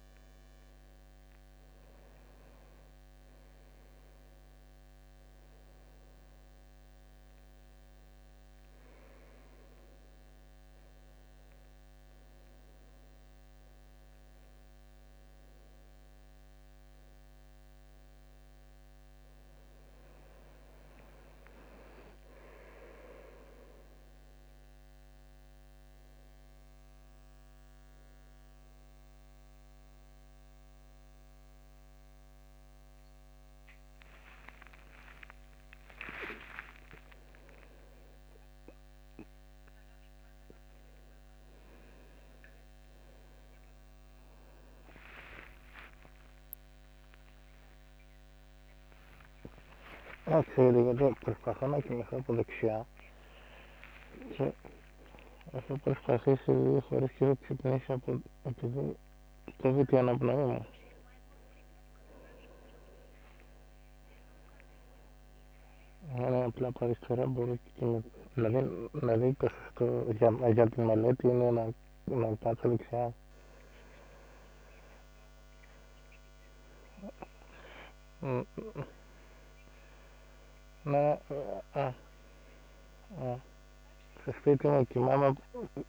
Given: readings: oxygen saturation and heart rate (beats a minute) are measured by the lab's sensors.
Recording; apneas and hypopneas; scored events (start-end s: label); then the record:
a person awake in a sleep study, by a microphone on the trachea; none
11.00-24.00 s: oxygen desaturation (device-marked, oxygen 96% before, 93% lowest, heart rate 86 before, 80 extreme)
50.00-60.00 s: snoring (device-marked)
84.00-85.89 s: snoring (device-marked)
From the record:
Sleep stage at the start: awake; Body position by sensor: on the back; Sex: male